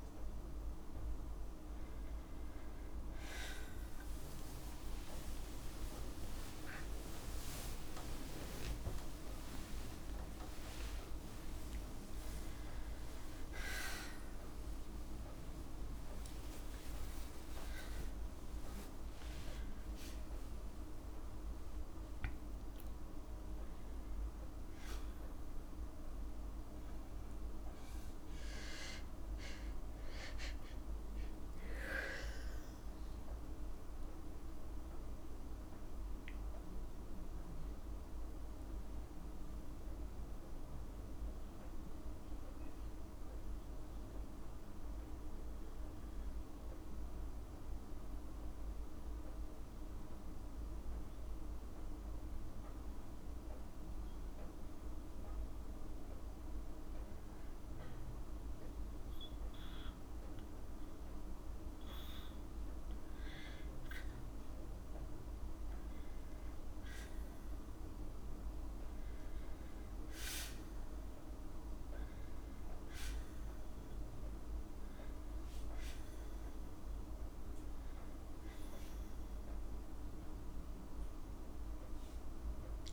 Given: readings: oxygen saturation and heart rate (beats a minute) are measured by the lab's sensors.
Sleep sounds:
breathing in sleep, hard to hear, by a room microphone; 1
1.50-16.50 s: tachycardia (device-marked, heart rate 72 before, 143 extreme)
4.50-6.50 s: long interval between heartbeats (device-marked, heart rate 90 before, 120 extreme)
4.50-9.50 s: arousal
7.50-15.50 s: oxygen desaturation (device-marked, oxygen 96% before, 93% lowest, heart rate 97 before, 61 extreme)
12.50-14.50 s: long interval between heartbeats (device-marked, heart rate 106 before, 120 extreme)
16.00-18.00 s: long interval between heartbeats (device-marked, heart rate 111 before, 143 extreme)
18.50-20.50 s: long interval between heartbeats (device-marked, heart rate 118 before, 98 extreme)
18.50-30.50 s: tachycardia (device-marked, heart rate 74 before, 130 extreme)
20.50-22.50 s: long interval between heartbeats (device-marked, heart rate 119 before, 98 extreme)
22.50-24.50 s: long interval between heartbeats (device-marked, heart rate 120 before, 112 extreme)
24.50-26.50 s: long interval between heartbeats (device-marked, heart rate 123 before, 115 extreme)
30.00-32.00 s: long interval between heartbeats (device-marked, heart rate 118 before, 104 extreme)
36.00-40.00 s: arousal
45.50-63.50 s: hypopnea (oxygen 99% before, 94% lowest, heart rate 84 before, 59 extreme, up 6 after)
65.50-69.00 s: arousal
From the record:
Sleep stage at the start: N2 (light sleep); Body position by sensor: on the back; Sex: female

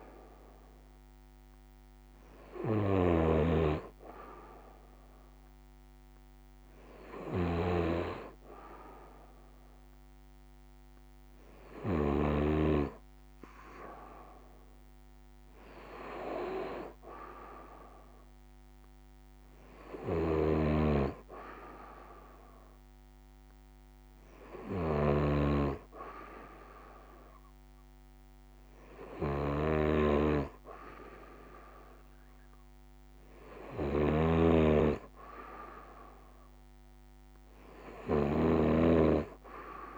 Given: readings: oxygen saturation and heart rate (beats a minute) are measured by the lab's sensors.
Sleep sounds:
breathing in sleep by a microphone on the trachea; none
0.00-11.50 s: snoring (device-marked)
14.50-19.00 s: arousal
19.00-39.98 s: snoring (device-marked)
From the record:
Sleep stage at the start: N2 (light sleep); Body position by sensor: on the right side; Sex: female

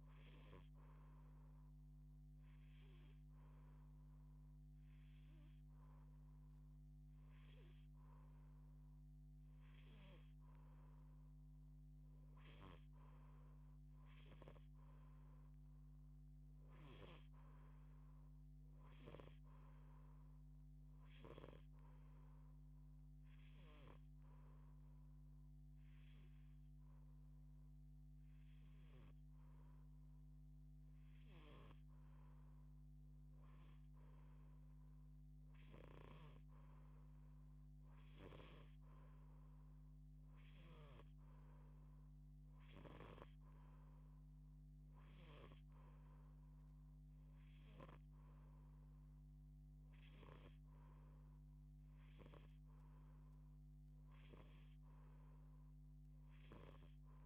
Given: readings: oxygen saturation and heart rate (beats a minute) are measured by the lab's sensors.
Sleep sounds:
breathing in sleep by a microphone on the trachea; 2
0.50-11.00 s: hypopnea (oxygen 88% before, 86% lowest)
13.00-16.50 s: arousal
21.00-32.00 s: hypopnea (oxygen 90% before, 86% lowest)
35.00-37.50 s: arousal
From the record:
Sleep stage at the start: N2 (light sleep); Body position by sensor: on the back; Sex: female

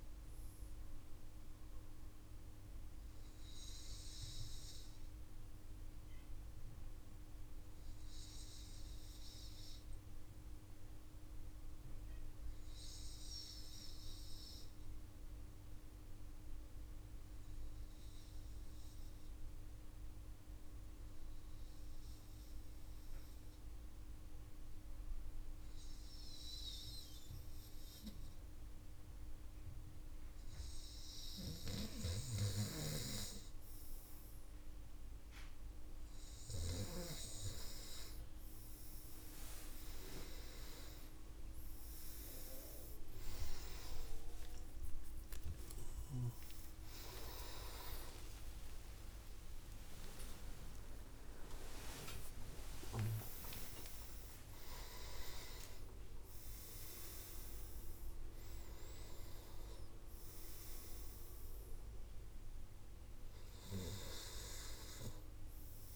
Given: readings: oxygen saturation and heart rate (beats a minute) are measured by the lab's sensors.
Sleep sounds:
breathing in sleep by a room microphone; 1
3.50-33.00 s: obstructive apnea (oxygen 99% before, 94% lowest, heart rate 63 before, 53 extreme, up 13 after)
52.50-65.96 s: new sleep stage, awake
From the record:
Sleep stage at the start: REM sleep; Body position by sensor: on the front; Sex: male

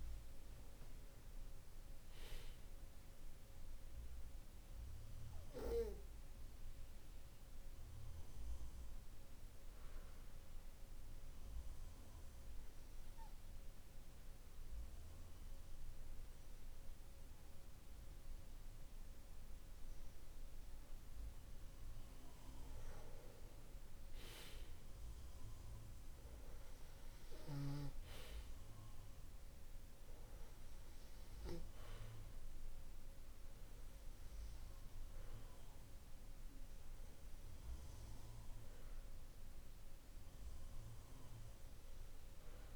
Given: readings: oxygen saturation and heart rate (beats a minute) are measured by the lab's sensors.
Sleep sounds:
breathing in sleep by a room microphone; 1
2.00-6.00 s: arousal
10.00-21.50 s: obstructive apnea (oxygen 97% before, 94% lowest, heart rate 51 before, 49 extreme, up 9 after)
21.50-25.00 s: arousal
From the record:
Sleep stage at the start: N2 (light sleep); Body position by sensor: on the back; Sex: male

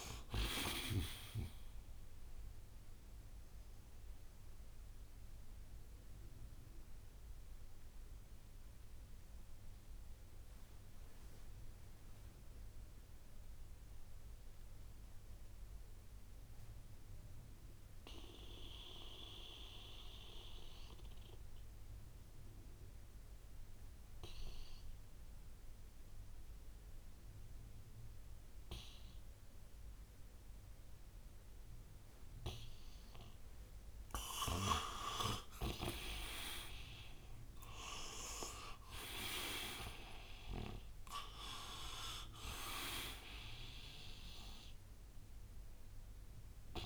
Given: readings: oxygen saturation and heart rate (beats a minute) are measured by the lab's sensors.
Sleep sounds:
breathing in sleep by a room microphone; 1
0.00-18.50 s: oxygen desaturation (device-marked, oxygen 90% lowest, heart rate 59 extreme)
4.00-33.50 s: mixed apnea (oxygen 98% before, 86% lowest, heart rate 136 before, 59 extreme, up 34 after)
12.50-46.86 s: new sleep stage, N2 (light sleep)
33.50-46.86 s: oxygen desaturation (device-marked, oxygen 98% before, 86% lowest, heart rate 62 before, 57 extreme)
35.00-39.00 s: arousal
From the record:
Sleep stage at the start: N1 (lightest sleep); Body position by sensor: on the right side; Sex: male

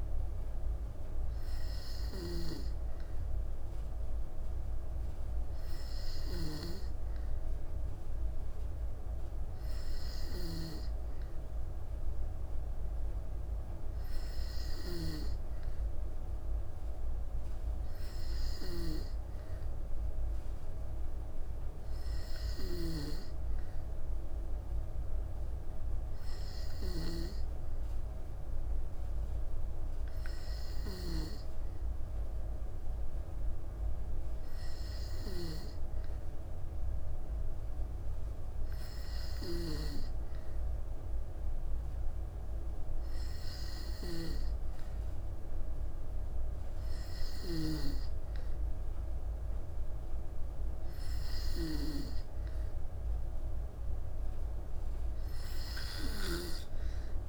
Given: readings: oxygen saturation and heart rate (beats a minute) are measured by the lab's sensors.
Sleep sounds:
breathing in sleep by a room microphone; none
1.50-31.00 s: snoring (device-marked)
39.00-47.50 s: snoring (device-marked)
From the record:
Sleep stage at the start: N2 (light sleep); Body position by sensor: on the back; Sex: female

